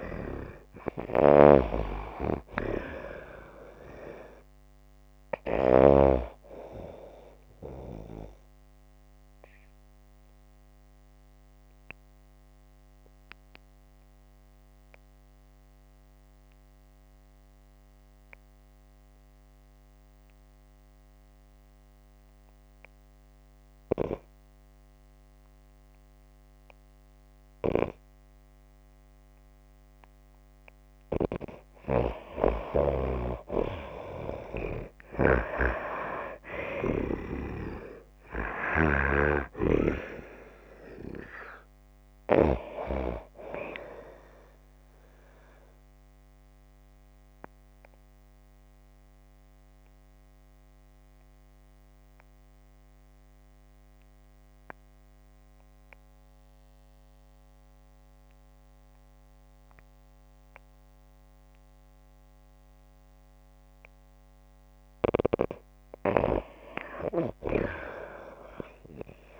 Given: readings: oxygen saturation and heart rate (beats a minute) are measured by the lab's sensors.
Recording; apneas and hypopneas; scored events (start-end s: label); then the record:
breathing in sleep by a microphone on the trachea; 2
0.00-5.50 s: snoring (device-marked)
1.00-15.00 s: oxygen desaturation (device-marked, oxygen 94% before, 90% lowest)
8.50-31.50 s: obstructive apnea (oxygen 94% before, 89% lowest)
33.00-36.50 s: arousal
34.00-44.00 s: oxygen desaturation (device-marked, oxygen 96% before, 91% lowest)
34.50-38.50 s: snoring (device-marked)
44.50-63.00 s: obstructive apnea (oxygen 96% before, 89% lowest)
64.50-67.00 s: arousal
68.00-69.40 s: oxygen desaturation (device-marked, oxygen 95% before, 89% lowest)
From the record:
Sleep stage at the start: N2 (light sleep); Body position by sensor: on the back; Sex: female